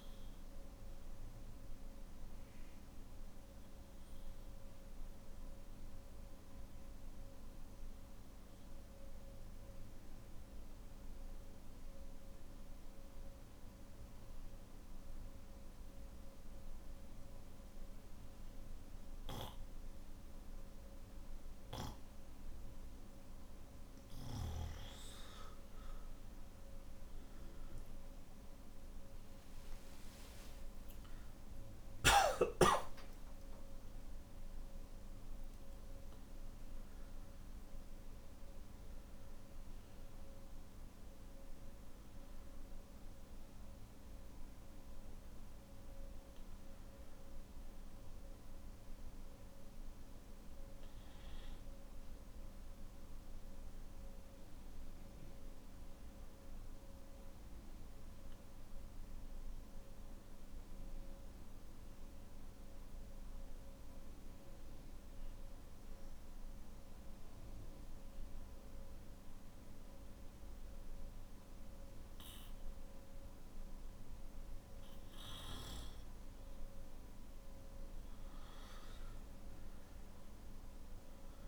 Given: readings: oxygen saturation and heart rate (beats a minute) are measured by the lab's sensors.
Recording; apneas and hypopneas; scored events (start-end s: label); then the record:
breathing in sleep, hard to hear, by a room microphone; 2
2.00-23.00 s: obstructive apnea (oxygen 97% before, 90% lowest, heart rate 55 before, 48 extreme, up 10 after)
23.50-42.50 s: oxygen desaturation (device-marked, oxygen 98% before, 90% lowest, heart rate 50 before, 46 extreme)
32.00-34.00 s: long interval between heartbeats (device-marked, heart rate 54 before, 66 extreme)
59.50-75.00 s: obstructive apnea (oxygen 94% before, 92% lowest, heart rate 52 before, 46 extreme, up 14 after)
79.50-81.48 s: oxygen desaturation (device-marked, oxygen 98% before, 92% lowest, heart rate 49 before, 47 extreme)
From the record:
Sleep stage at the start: N3 (deep sleep); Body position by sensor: on the back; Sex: male